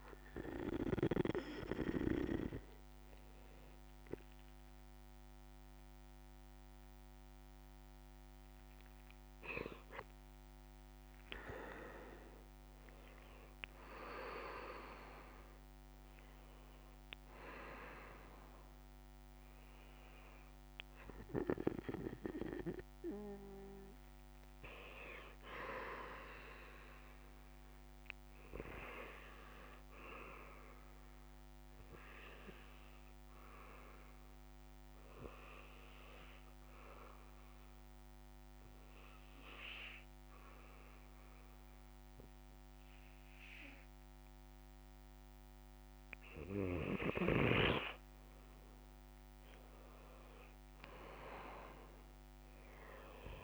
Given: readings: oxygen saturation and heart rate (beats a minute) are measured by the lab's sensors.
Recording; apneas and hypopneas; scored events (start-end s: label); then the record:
breathing in sleep by a microphone on the trachea; 2
1.50-12.00 s: hypopnea (oxygen 95% before, 93% lowest, heart rate 75 before, 58 extreme, up 13 after)
12.50-16.00 s: arousal
33.00-47.50 s: hypopnea (oxygen 99% before, 91% lowest, heart rate 66 before, 58 extreme, up 10 after)
49.00-53.44 s: oxygen desaturation (device-marked, oxygen 98% before, 93% lowest, heart rate 65 before, 58 extreme)
49.50-53.00 s: arousal
From the record:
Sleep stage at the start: N2 (light sleep); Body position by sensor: on the back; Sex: male